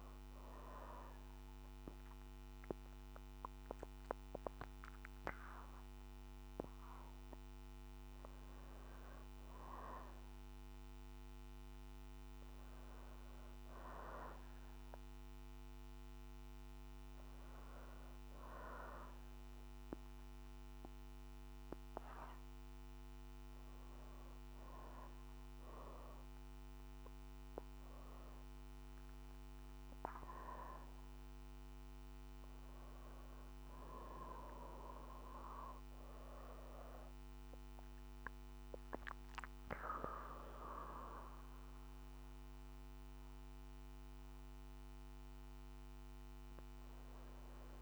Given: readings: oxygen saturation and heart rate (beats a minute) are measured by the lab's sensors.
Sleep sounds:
breathing in sleep by a microphone on the trachea; none
15.00-26.00 s: oxygen desaturation (device-marked, oxygen 94% before, 91% lowest, heart rate 62 before, 60 extreme)
From the record:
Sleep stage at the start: N2 (light sleep); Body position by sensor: on the back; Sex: female

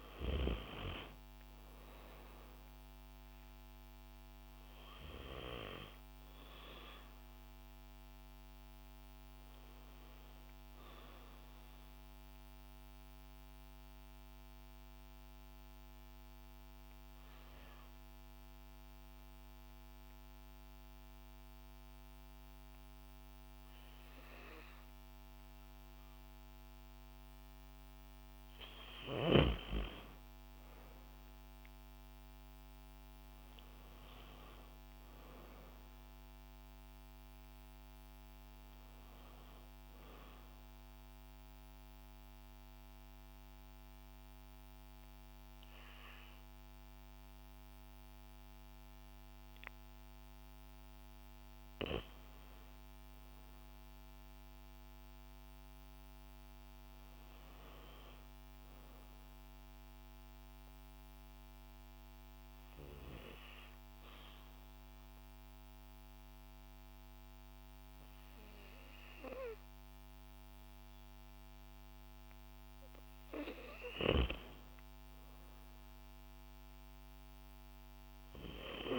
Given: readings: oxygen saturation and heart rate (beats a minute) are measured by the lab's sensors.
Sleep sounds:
breathing in sleep by a microphone on the trachea; 3
0.00-17.50 s: oxygen desaturation (device-marked, oxygen 91% lowest, heart rate 75 extreme)
12.50-27.00 s: obstructive apnea (oxygen 99% before, 91% lowest, heart rate 116 before, 75 extreme)
29.50-34.50 s: arousal
40.50-51.50 s: obstructive apnea (oxygen 97% before, 93% lowest, heart rate 117 before, 99 extreme)
53.50-56.50 s: arousal
60.00-73.00 s: obstructive apnea (oxygen 97% before, 93% lowest)
75.00-78.98 s: arousal
From the record:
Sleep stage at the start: N2 (light sleep); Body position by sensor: on the back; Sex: female

